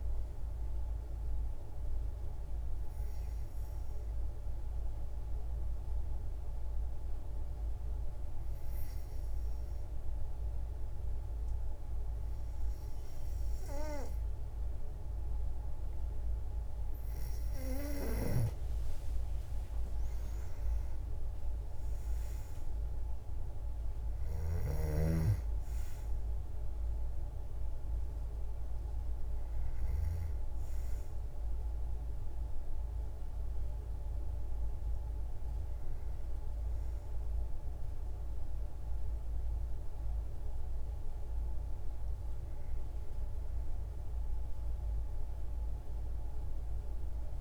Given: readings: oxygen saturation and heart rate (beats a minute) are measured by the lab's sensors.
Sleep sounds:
breathing in sleep, hard to hear, by a room microphone; 1
0.00-17.00 s: oxygen desaturation (device-marked, oxygen 93% lowest, heart rate 59 extreme)
1.00-16.00 s: obstructive apnea (oxygen 97% before, 92% lowest, heart rate 117 before, 63 extreme, up 15 after)
20.00-23.50 s: arousal
From the record:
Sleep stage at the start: N2 (light sleep); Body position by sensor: on the back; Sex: female

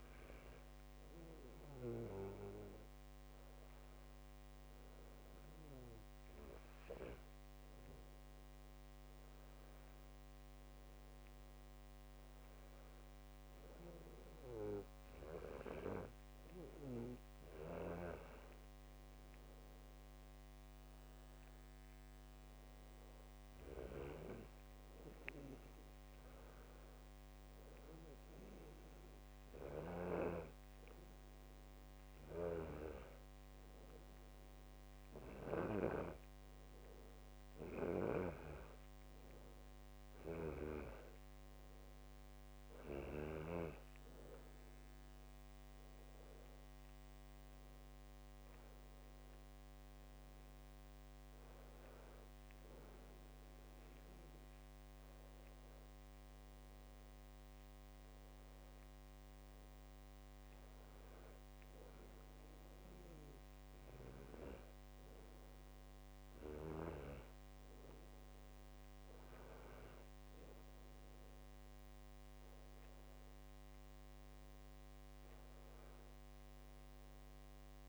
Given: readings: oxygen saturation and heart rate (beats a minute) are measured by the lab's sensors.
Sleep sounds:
breathing in sleep by a microphone on the trachea; none
40.50-44.00 s: snoring (device-marked)
73.50-77.00 s: arousal
From the record:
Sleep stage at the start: N2 (light sleep); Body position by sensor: on the back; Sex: male

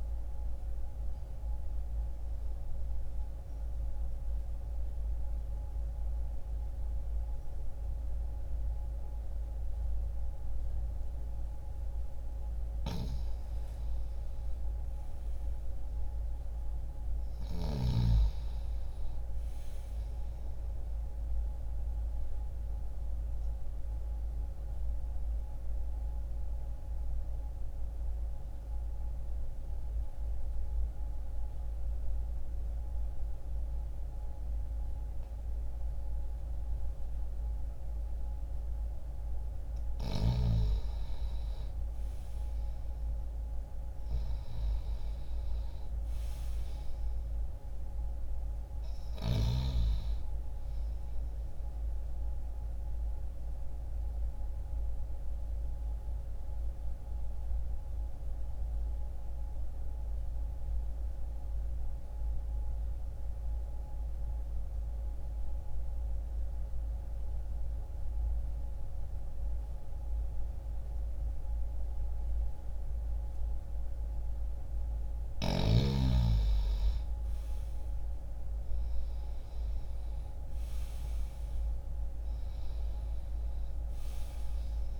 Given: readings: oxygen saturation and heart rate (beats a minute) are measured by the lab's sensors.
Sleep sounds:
breathing in sleep, hard to hear, by a room microphone; 3
1.50-11.50 s: mixed apnea (oxygen 93% before, 87% lowest, heart rate 75 before, 60 extreme, up 10 after)
14.00-19.00 s: arousal
18.50-85.00 s: new sleep stage, N2 (light sleep)
20.50-40.50 s: oxygen desaturation (device-marked, oxygen 96% before, 87% lowest, heart rate 62 before, 60 extreme)
22.50-38.00 s: mixed apnea (oxygen 98% before, 87% lowest, heart rate 63 before, 60 extreme, up 0 after)
40.00-45.00 s: arousal
52.00-74.00 s: obstructive apnea (oxygen 95% before, 84% lowest, heart rate 60 before, 60 extreme, up 0 after)
54.50-68.50 s: oxygen desaturation (device-marked, oxygen 95% before, 87% lowest, heart rate 60 before, 60 extreme)
76.00-81.00 s: arousal
76.50-85.00 s: oxygen desaturation (device-marked, oxygen 96% before, 84% lowest, heart rate 60 before, 60 extreme)
From the record:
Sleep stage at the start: N1 (lightest sleep); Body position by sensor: on the left side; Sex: male

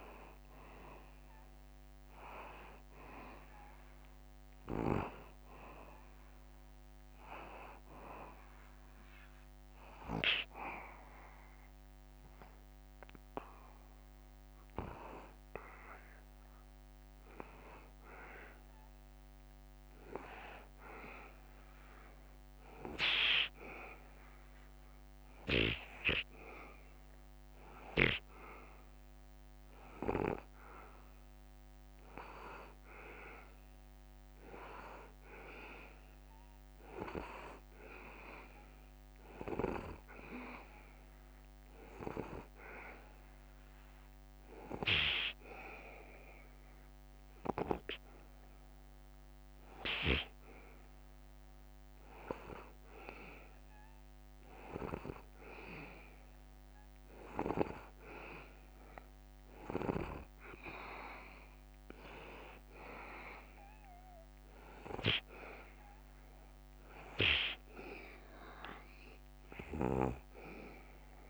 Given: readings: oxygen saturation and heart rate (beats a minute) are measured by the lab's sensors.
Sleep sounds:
breathing in sleep by a microphone on the trachea; 2
15.50-19.50 s: arousal
23.50-34.50 s: hypopnea (oxygen 93% before, 91% lowest, heart rate 79 before, 78 extreme, up 1 after)
36.50-39.00 s: arousal
42.50-52.50 s: hypopnea (oxygen 93% before, 91% lowest, heart rate 79 before, 77 extreme, up 4 after)
56.00-59.00 s: arousal
From the record:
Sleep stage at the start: N2 (light sleep); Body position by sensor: on the back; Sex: male

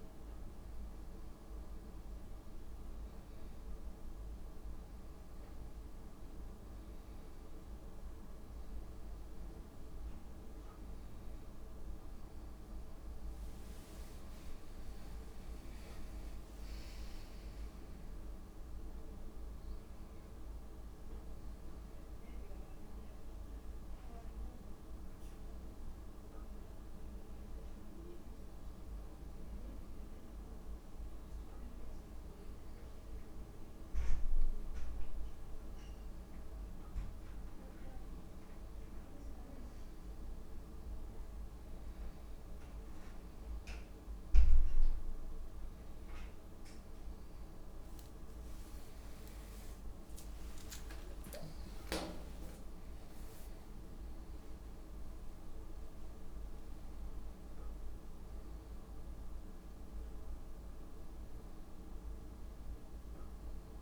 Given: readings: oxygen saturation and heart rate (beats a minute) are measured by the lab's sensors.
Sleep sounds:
a person awake in a sleep study, hard to hear, by a room microphone; none
49.50-54.50 s: tachycardia (device-marked, heart rate 66 before, 105 extreme)
51.50-53.50 s: long interval between heartbeats (device-marked, heart rate 66 before, 95 extreme)
From the record:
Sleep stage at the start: awake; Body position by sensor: on the right side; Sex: female

